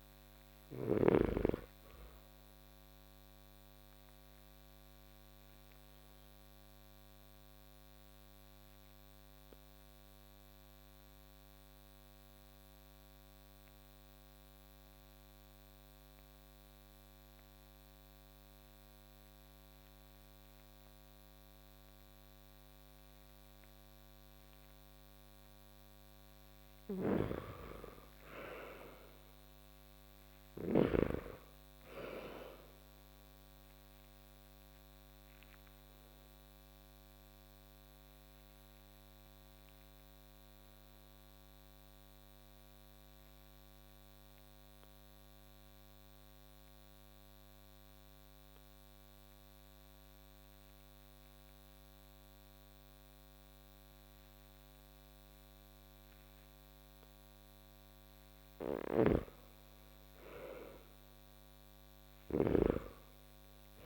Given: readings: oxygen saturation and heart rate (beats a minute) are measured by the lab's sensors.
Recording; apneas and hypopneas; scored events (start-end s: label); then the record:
breathing in sleep by a microphone on the trachea; 2
0.00-21.50 s: oxygen desaturation (device-marked, oxygen 82% lowest)
2.50-26.00 s: obstructive apnea (oxygen 98% before, 82% lowest)
26.50-30.50 s: snoring (device-marked)
28.00-31.00 s: arousal
33.50-54.50 s: oxygen desaturation (device-marked, oxygen 98% before, 86% lowest)
34.00-58.50 s: obstructive apnea (oxygen 98% before, 84% lowest)
58.50-63.86 s: snoring (device-marked)
61.00-63.86 s: arousal
From the record:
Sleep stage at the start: N2 (light sleep); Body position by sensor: on the back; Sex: male